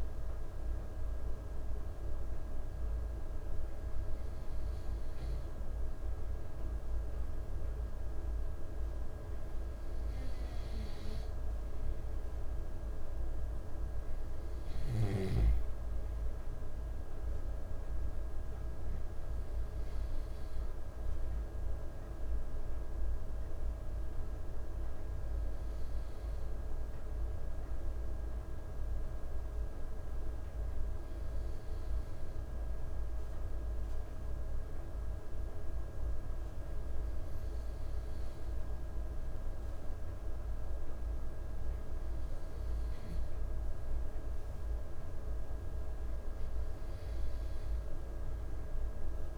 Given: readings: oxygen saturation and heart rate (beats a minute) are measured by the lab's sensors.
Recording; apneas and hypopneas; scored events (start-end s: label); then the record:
breathing in sleep, hard to hear, by a room microphone; none
none scored
From the record:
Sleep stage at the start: N2 (light sleep); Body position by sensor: on the back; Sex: male